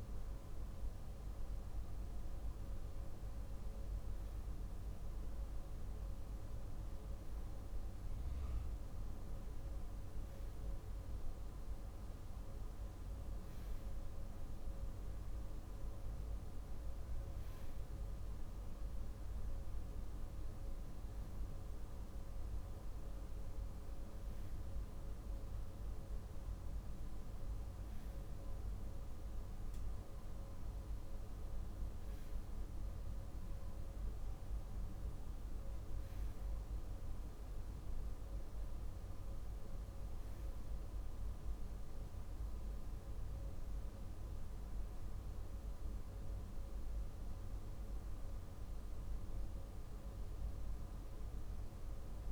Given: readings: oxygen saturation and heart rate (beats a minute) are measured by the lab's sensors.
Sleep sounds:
breathing in sleep, hard to hear, by a room microphone; none
none scored
From the record:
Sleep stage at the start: REM sleep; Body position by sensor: on the left side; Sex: male

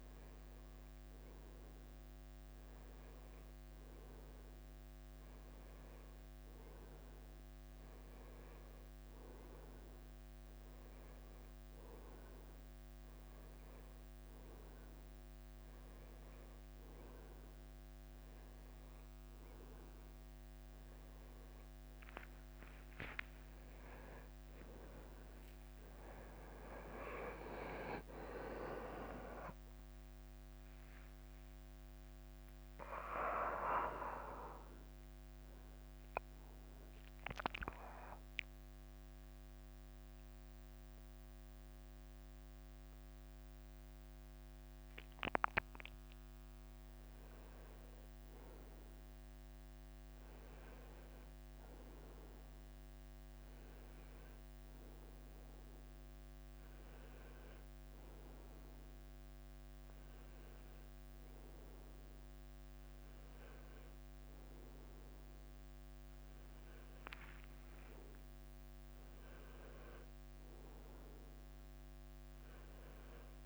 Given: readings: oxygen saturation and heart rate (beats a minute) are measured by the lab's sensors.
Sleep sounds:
a person partly awake in a sleep study, by a microphone on the trachea; 1
0.00-2.00 s: drop in pulse transit time (device-marked, heart rate 94 extreme)
28.00-41.00 s: drop in pulse transit time (device-marked, heart rate 92 before, 94 extreme)
36.00-73.46 s: new sleep stage, N1 (lightest sleep)
37.50-48.00 s: obstructive apnea (oxygen 97% before, 94% lowest, heart rate 93 before, 89 extreme, up 2 after)
51.50-55.50 s: arousal
From the record:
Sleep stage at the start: awake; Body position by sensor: on the right side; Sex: male

